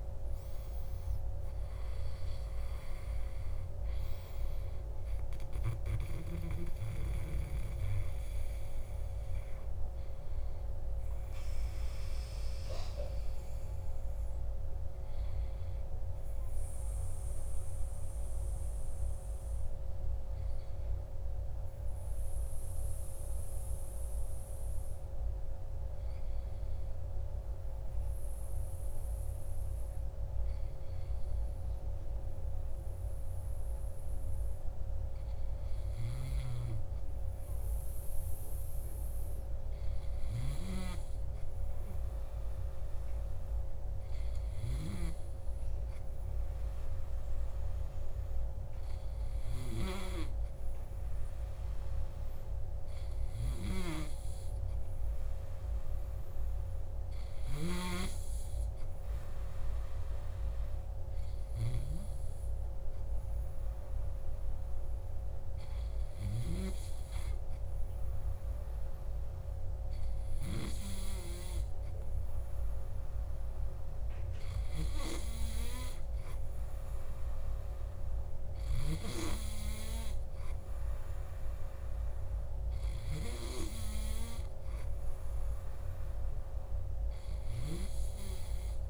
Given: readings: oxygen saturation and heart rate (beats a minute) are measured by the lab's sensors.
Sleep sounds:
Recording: breathing in sleep by a room microphone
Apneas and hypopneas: 2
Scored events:
0.00-1.50 s: arousal
0.00-17.50 s: oxygen desaturation (device-marked, oxygen 92% lowest, heart rate 55 extreme)
19.50-36.50 s: hypopnea (oxygen 95% before, 94% lowest, heart rate 61 before, 56 extreme, up 2 after)
38.50-42.00 s: arousal
60.50-73.50 s: hypopnea (oxygen 99% before, 96% lowest, heart rate 59 before, 58 extreme)
76.00-79.50 s: arousal
From the record:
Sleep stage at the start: N2 (light sleep)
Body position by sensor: on the back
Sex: male

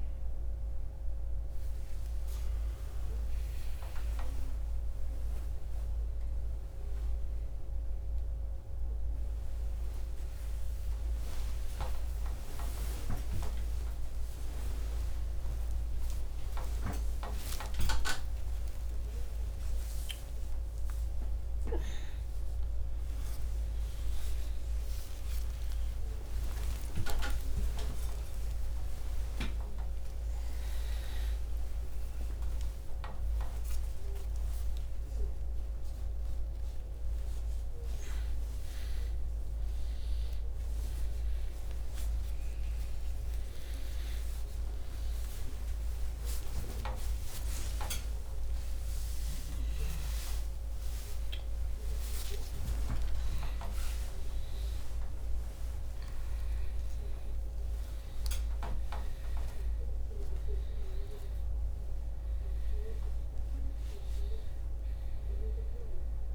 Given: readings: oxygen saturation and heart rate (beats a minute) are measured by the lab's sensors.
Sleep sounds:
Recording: a person awake in a sleep study, by a room microphone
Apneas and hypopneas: none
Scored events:
13.50-66.35 s: new sleep stage, awake
31.50-39.50 s: oxygen desaturation (device-marked, oxygen 96% before, 93% lowest, heart rate 67 before, 26 extreme)
From the record:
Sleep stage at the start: N1 (lightest sleep)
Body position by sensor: on the back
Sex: male

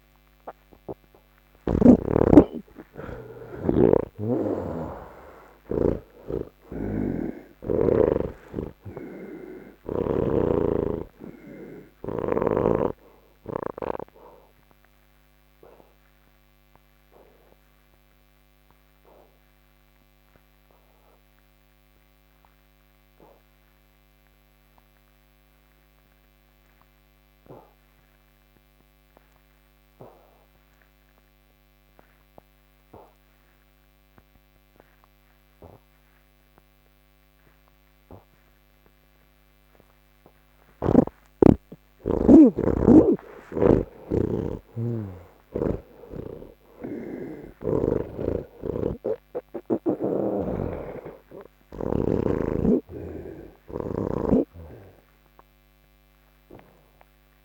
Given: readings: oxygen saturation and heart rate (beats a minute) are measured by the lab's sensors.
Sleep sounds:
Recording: breathing in sleep by a microphone on the trachea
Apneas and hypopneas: none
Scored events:
2.00-8.00 s: oxygen desaturation (device-marked, oxygen 99% before, 91% lowest, heart rate 77 before, 37 extreme)
6.00-10.00 s: snoring (device-marked)
12.00-57.45 s: new sleep stage, N1 (lightest sleep)
16.00-31.00 s: oxygen desaturation (device-marked, oxygen 93% before, 86% lowest, heart rate 85 before, 53 extreme)
43.00-47.50 s: snoring (device-marked)
53.00-57.45 s: oxygen desaturation (device-marked, oxygen 93% before, 85% lowest)
From the record:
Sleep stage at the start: N3 (deep sleep)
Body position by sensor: on the back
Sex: male

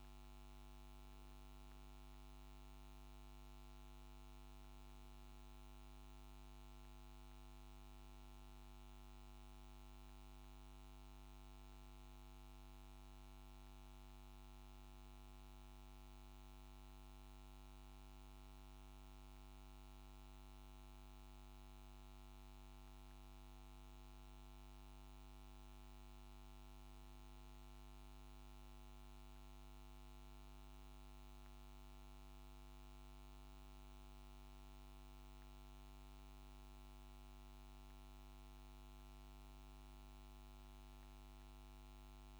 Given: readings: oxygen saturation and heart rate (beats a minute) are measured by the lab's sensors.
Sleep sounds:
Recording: a person awake in a sleep study, hard to hear, by a microphone on the trachea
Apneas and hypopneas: none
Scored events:
none scored
From the record:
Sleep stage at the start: awake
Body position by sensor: on the back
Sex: male

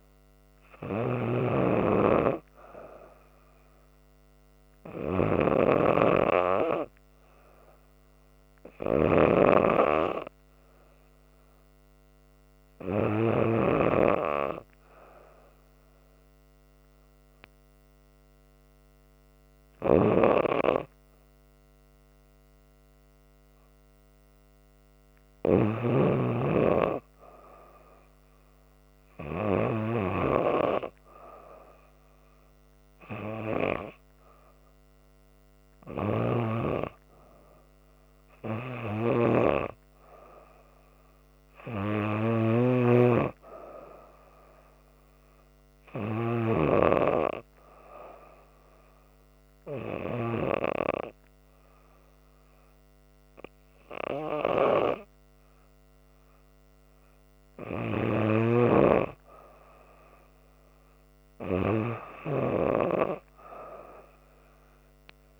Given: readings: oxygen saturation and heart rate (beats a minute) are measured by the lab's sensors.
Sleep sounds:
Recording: breathing in sleep by a microphone on the trachea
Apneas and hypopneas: 2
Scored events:
0.00-13.50 s: snoring (device-marked)
2.50-6.00 s: arousal
10.00-25.00 s: hypopnea (oxygen 96% before, 91% lowest, heart rate 79 before, 77 extreme, up 5 after)
19.50-29.50 s: snoring (device-marked)
27.50-31.00 s: arousal
31.00-49.00 s: oxygen desaturation (device-marked, oxygen 94% before, 91% lowest, heart rate 80 before, 78 extreme)
36.00-46.50 s: snoring (device-marked)
45.50-57.50 s: hypopnea (oxygen 95% before, 92% lowest, heart rate 83 before, 76 extreme, up 0 after)
58.00-65.39 s: snoring (device-marked)
59.00-62.50 s: arousal
From the record:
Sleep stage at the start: REM sleep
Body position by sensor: on the back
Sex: female

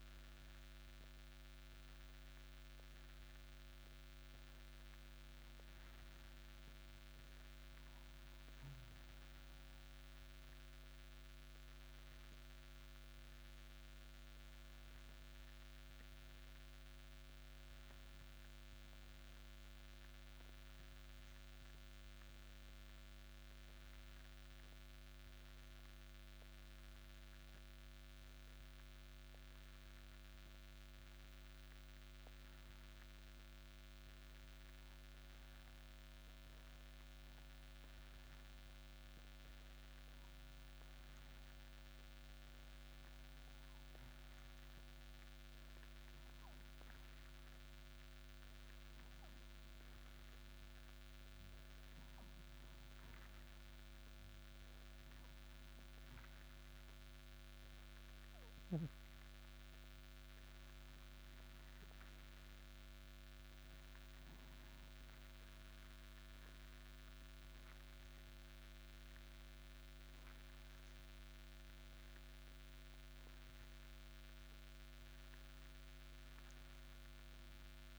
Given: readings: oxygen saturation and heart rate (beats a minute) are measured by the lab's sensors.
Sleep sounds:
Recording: breathing in sleep, hard to hear, by a microphone on the trachea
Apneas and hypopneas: 1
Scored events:
52.50-64.00 s: hypopnea (oxygen 95% before, 91% lowest, heart rate 66 before, 60 extreme, up 3 after)
69.00-73.50 s: arousal
From the record:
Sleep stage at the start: N2 (light sleep)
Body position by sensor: on the back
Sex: male

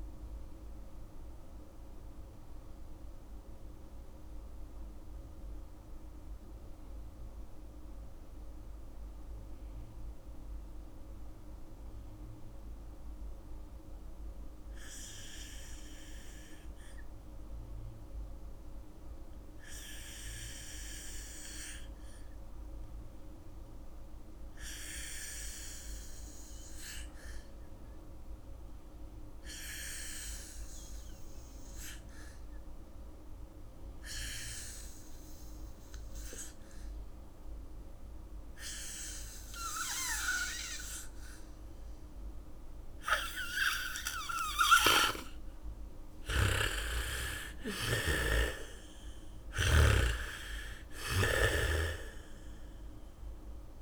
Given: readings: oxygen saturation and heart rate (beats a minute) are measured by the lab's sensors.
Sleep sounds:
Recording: breathing in sleep by a room microphone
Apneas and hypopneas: 1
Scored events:
0.00-15.00 s: oxygen desaturation (device-marked, oxygen 77% lowest, heart rate 46 extreme)
0.50-43.50 s: mixed apnea (oxygen 98% before, 77% lowest, heart rate 59 before, 52 extreme, up 11 after)
26.00-53.82 s: oxygen desaturation (device-marked, oxygen 99% before, 81% lowest, heart rate 73 before, 34 extreme)
39.00-47.00 s: bradycardia (device-marked, heart rate 69 before, 56 extreme)
46.00-50.00 s: arousal
46.50-50.00 s: snoring (device-marked)
From the record:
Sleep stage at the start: N2 (light sleep)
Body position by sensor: on the back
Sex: female

